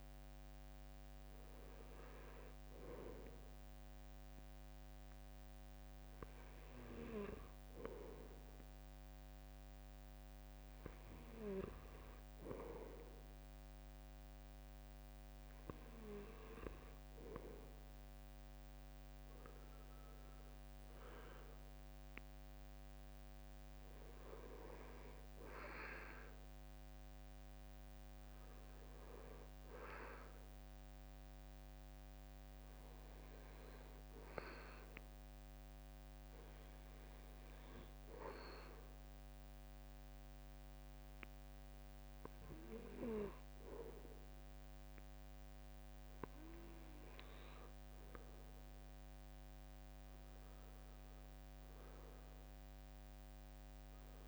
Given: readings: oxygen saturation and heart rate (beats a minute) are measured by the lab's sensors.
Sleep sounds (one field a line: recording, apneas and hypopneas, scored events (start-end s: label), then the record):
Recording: breathing in sleep by a microphone on the trachea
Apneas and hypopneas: none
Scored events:
none scored
From the record:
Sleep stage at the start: N2 (light sleep)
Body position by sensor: on the right side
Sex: male